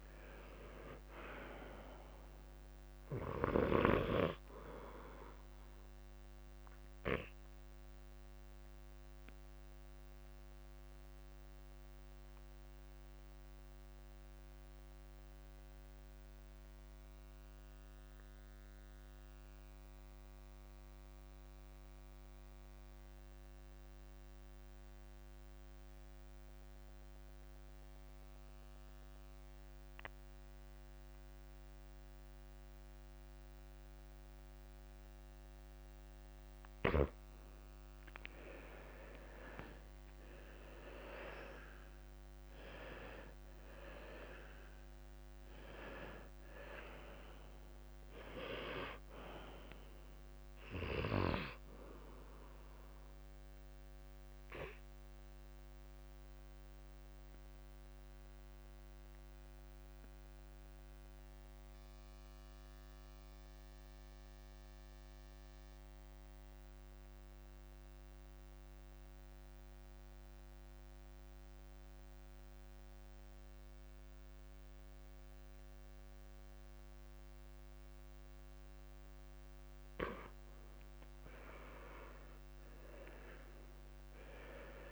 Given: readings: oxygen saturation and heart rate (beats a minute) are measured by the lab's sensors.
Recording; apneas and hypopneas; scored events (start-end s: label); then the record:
breathing in sleep by a microphone on the trachea; 2
0.00-27.00 s: oxygen desaturation (device-marked, oxygen 89% lowest, heart rate 44 extreme)
6.50-35.50 s: mixed apnea (oxygen 97% before, 89% lowest, heart rate 58 before, 44 extreme)
28.00-30.00 s: long interval between heartbeats (device-marked, heart rate 53 before, 94 extreme)
38.00-40.00 s: long interval between heartbeats (device-marked, heart rate 67 before, 54 extreme)
39.00-42.50 s: arousal
39.00-76.00 s: oxygen desaturation (device-marked, oxygen 97% before, 89% lowest, heart rate 67 before, 48 extreme)
44.50-46.50 s: long interval between heartbeats (device-marked, heart rate 66 before, 47 extreme)
48.50-50.50 s: long interval between heartbeats (device-marked, heart rate 65 before, 75 extreme)
54.50-79.00 s: mixed apnea (oxygen 97% before, 89% lowest, heart rate 59 before, 48 extreme, up 25 after)
82.00-84.00 s: long interval between heartbeats (device-marked, heart rate 52 before, 52 extreme)
83.00-84.92 s: arousal
From the record:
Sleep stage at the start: N2 (light sleep); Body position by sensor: on the left side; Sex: male